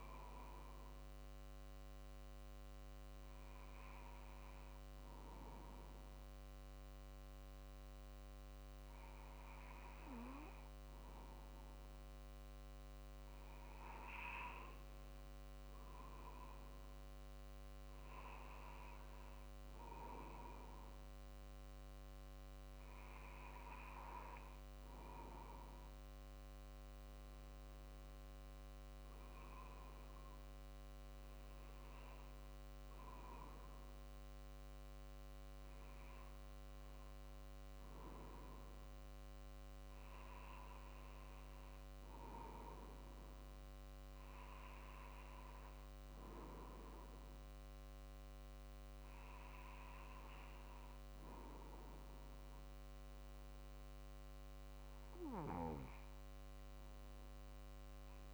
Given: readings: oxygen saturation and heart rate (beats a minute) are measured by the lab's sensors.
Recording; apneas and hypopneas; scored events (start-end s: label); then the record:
breathing in sleep by a microphone on the trachea; none
18.00-39.00 s: drop in pulse transit time (device-marked, heart rate 49 before, 49 extreme)
26.50-31.50 s: arousal
From the record:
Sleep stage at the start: N2 (light sleep); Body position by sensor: on the right side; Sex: male